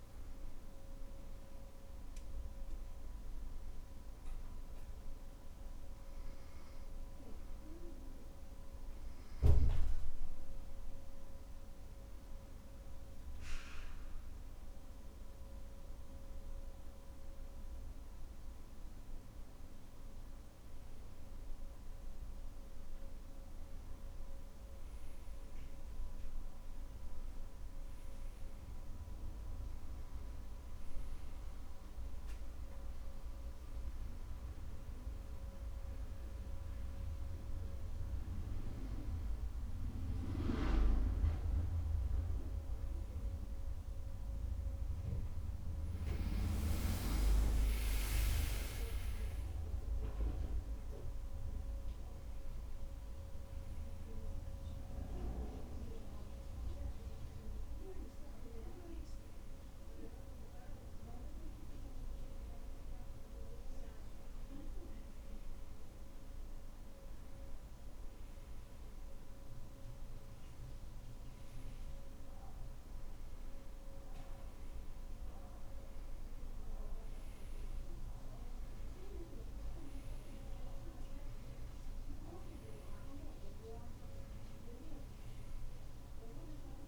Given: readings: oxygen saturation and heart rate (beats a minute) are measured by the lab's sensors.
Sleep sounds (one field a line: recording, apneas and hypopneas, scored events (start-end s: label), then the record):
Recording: breathing in sleep by a room microphone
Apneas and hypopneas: none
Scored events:
none scored
From the record:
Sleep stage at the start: N2 (light sleep)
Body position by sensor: on the back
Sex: male